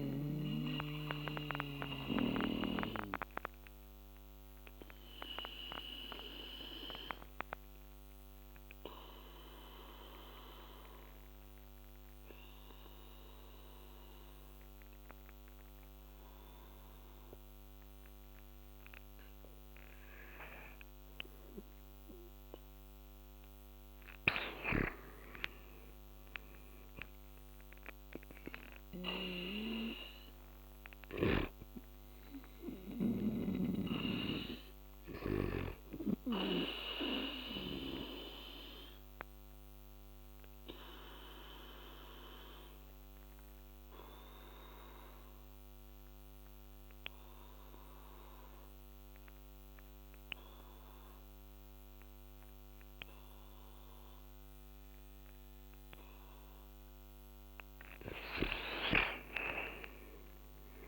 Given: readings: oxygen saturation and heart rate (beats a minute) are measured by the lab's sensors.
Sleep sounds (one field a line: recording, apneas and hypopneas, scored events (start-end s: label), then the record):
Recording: breathing in sleep by a microphone on the trachea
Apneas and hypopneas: 2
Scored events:
0.00-24.50 s: oxygen desaturation (device-marked, oxygen 90% lowest, heart rate 75 extreme)
2.50-22.00 s: obstructive apnea (oxygen 99% before, 84% lowest, heart rate 83 before, 75 extreme, up 6 after)
24.00-27.50 s: arousal
28.50-33.00 s: snoring (device-marked)
33.50-50.50 s: oxygen desaturation (device-marked, oxygen 99% before, 90% lowest, heart rate 78 before, 73 extreme)
37.50-56.00 s: obstructive apnea (oxygen 99% before, 84% lowest, heart rate 79 before, 73 extreme, up 6 after)
57.50-60.88 s: arousal
From the record:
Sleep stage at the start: N2 (light sleep)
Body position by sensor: on the back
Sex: male